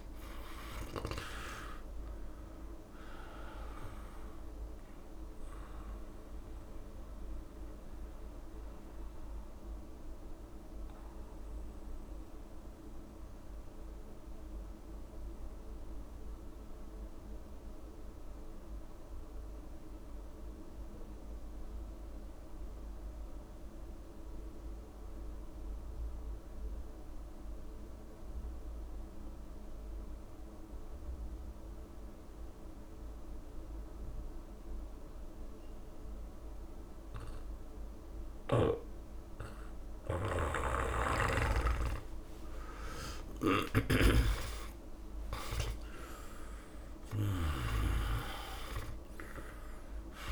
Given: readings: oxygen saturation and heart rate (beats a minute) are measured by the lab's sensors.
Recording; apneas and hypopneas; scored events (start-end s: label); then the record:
breathing in sleep by a room microphone; 1
0.00-1.00 s: snoring (device-marked)
0.00-20.50 s: oxygen desaturation (device-marked, oxygen 84% lowest)
5.00-39.50 s: mixed apnea (oxygen 99% before, 82% lowest)
33.50-50.32 s: oxygen desaturation (device-marked, oxygen 99% before, 82% lowest)
41.50-46.00 s: arousal
43.00-50.32 s: snoring (device-marked)
From the record:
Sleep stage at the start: N2 (light sleep); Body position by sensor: on the back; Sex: male